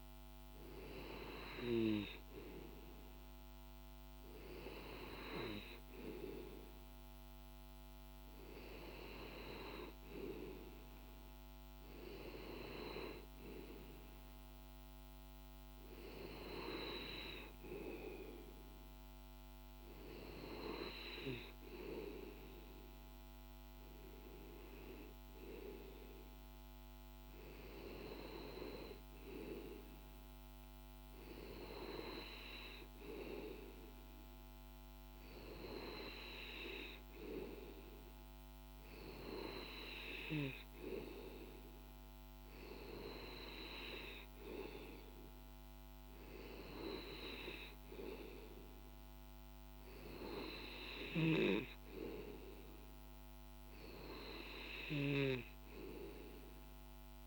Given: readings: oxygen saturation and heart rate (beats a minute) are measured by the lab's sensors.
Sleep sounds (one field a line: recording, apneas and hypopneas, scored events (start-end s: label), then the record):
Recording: breathing in sleep by a microphone on the trachea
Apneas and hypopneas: none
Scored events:
none scored
From the record:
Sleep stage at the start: N2 (light sleep)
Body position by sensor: on the back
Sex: male